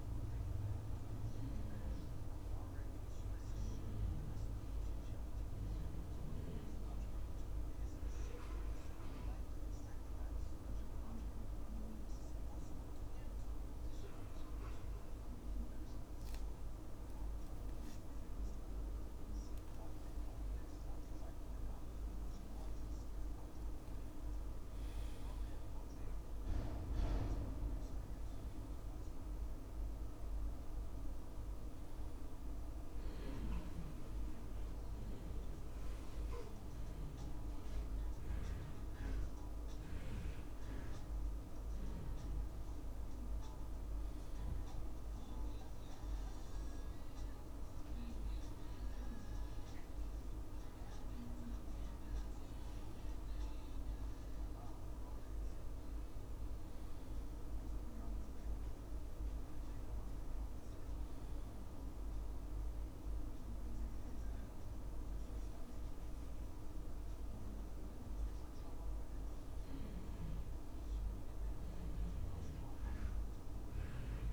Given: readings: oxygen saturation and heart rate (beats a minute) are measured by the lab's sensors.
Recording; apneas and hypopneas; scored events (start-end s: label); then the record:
breathing in sleep, hard to hear, by a room microphone; 1
0.00-2.50 s: arousal
7.00-17.50 s: hypopnea (oxygen 98% before, 93% lowest, heart rate 71 before, 72 extreme, up 3 after)
8.00-20.00 s: oxygen desaturation (device-marked, oxygen 96% before, 93% lowest, heart rate 71 before, 72 extreme)
20.00-23.50 s: arousal
From the record:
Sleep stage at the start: N2 (light sleep); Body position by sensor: on the back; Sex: male